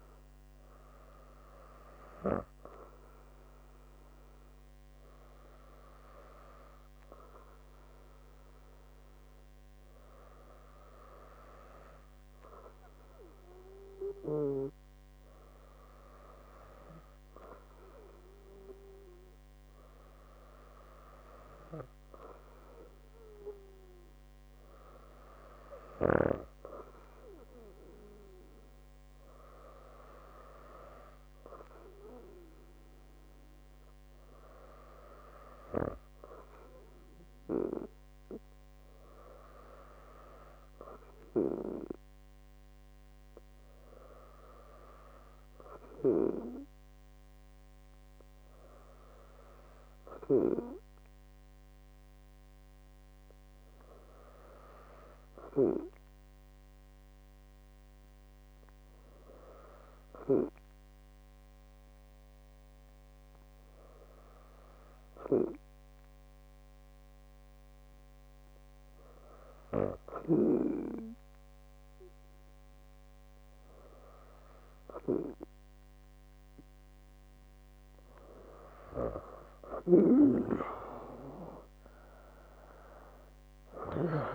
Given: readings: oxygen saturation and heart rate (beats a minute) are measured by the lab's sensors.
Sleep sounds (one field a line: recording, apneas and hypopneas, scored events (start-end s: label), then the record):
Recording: breathing in sleep by a microphone on the trachea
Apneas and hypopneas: 1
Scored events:
48.00-76.50 s: obstructive apnea (oxygen 97% before, 94% lowest, heart rate 69 before, 69 extreme, up 5 after)
78.00-82.50 s: arousal
From the record:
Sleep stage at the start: N2 (light sleep)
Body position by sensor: on the right side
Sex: female